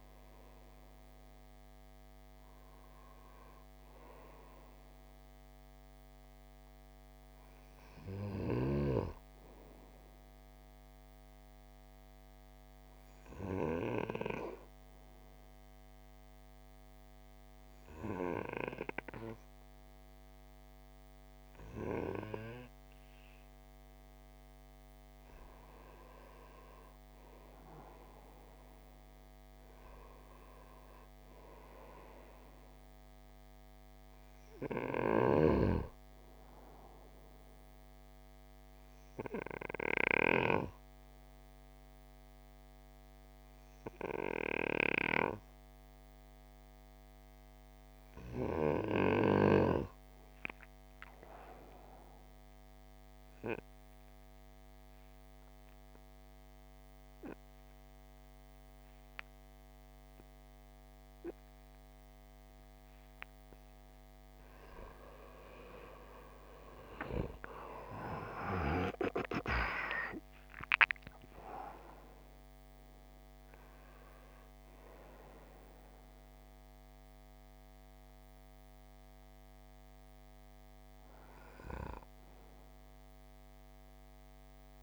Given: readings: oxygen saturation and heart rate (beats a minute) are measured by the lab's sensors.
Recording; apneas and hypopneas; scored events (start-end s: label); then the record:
breathing in sleep by a microphone on the trachea; 2
0.00-14.00 s: oxygen desaturation (device-marked, oxygen 90% lowest)
8.00-24.00 s: obstructive apnea (oxygen 95% before, 87% lowest)
26.00-30.50 s: arousal
34.00-52.00 s: oxygen desaturation (device-marked, oxygen 94% before, 90% lowest)
37.00-63.50 s: obstructive apnea (oxygen 94% before, 87% lowest)
63.00-84.83 s: oxygen desaturation (device-marked, oxygen 94% before, 87% lowest)
65.00-70.00 s: arousal
From the record:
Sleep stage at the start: N2 (light sleep); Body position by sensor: on the right side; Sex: male